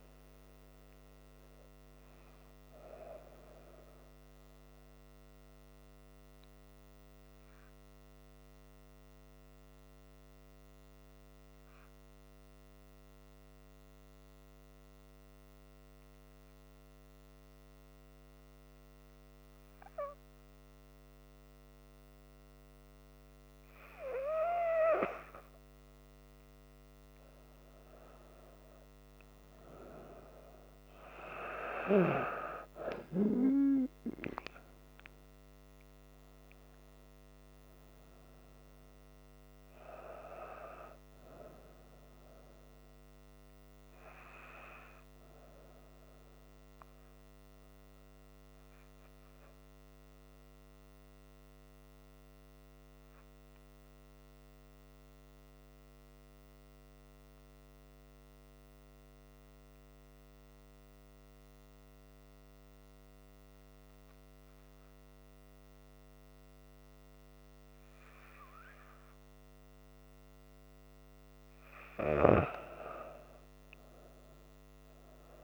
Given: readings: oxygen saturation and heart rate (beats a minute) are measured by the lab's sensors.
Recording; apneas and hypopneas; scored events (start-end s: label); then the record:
breathing in sleep by a microphone on the trachea; 2
0.00-7.00 s: oxygen desaturation (device-marked, oxygen 90% lowest, heart rate 66 extreme)
1.50-26.00 s: hypopnea (oxygen 98% before, 90% lowest, heart rate 70 before, 64 extreme, up 6 after)
26.00-54.00 s: oxygen desaturation (device-marked, oxygen 97% before, 91% lowest, heart rate 68 before, 64 extreme)
28.00-32.00 s: arousal
49.00-71.00 s: hypopnea (oxygen 97% before, 90% lowest, heart rate 70 before, 65 extreme, up 8 after)
69.00-75.44 s: oxygen desaturation (device-marked, oxygen 98% before, 90% lowest, heart rate 66 before, 65 extreme)
72.50-75.00 s: arousal
From the record:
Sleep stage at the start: N2 (light sleep); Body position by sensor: on the back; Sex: female